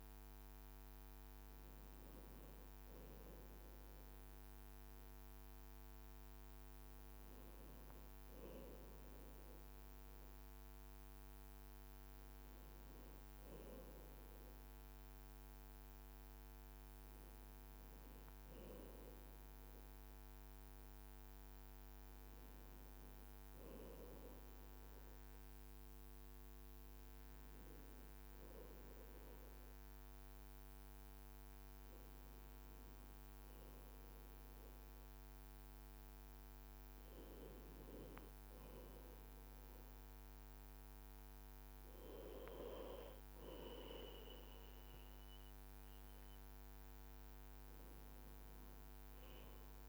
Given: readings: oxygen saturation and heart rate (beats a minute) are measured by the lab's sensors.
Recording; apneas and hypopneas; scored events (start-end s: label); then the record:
breathing in sleep by a microphone on the trachea; 1
8.50-39.00 s: hypopnea (oxygen 97% before, 92% lowest, heart rate 67 before, 54 extreme, up 4 after)
18.50-41.00 s: oxygen desaturation (oxygen 97% before, 94% lowest, heart rate 59 before, 54 extreme)
30.00-49.89 s: new sleep stage, N2 (light sleep)
32.00-34.00 s: long interval between heartbeats (device-marked, heart rate 57 before, 56 extreme)
41.00-44.50 s: arousal
46.00-47.00 s: leg movement (device-marked)
From the record:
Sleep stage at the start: N1 (lightest sleep); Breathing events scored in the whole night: 203 in 4.1 hours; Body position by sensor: on the back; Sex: male